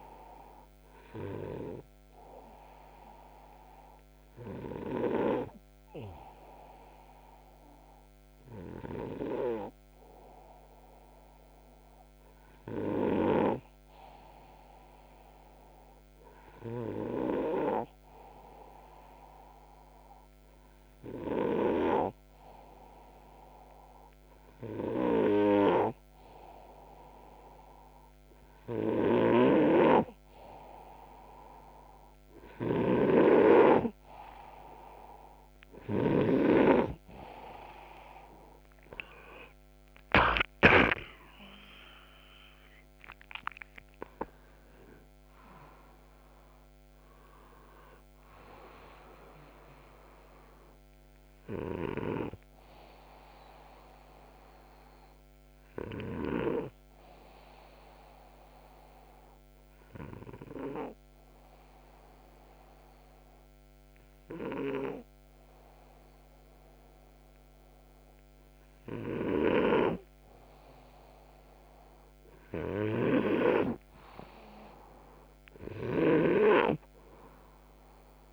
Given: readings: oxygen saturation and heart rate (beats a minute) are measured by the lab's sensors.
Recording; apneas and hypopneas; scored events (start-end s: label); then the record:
breathing in sleep by a microphone on the trachea; 2
2.50-24.50 s: hypopnea (oxygen 98% before, 93% lowest, heart rate 133 before, 62 extreme, up 21 after)
27.00-30.00 s: arousal
28.00-40.00 s: snoring (device-marked)
39.50-44.50 s: arousal
54.00-70.00 s: hypopnea (oxygen 96% before, 93% lowest, heart rate 123 before, 94 extreme)
68.50-75.50 s: snoring (device-marked)
73.50-78.33 s: arousal
From the record:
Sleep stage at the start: N2 (light sleep); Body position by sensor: upright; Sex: male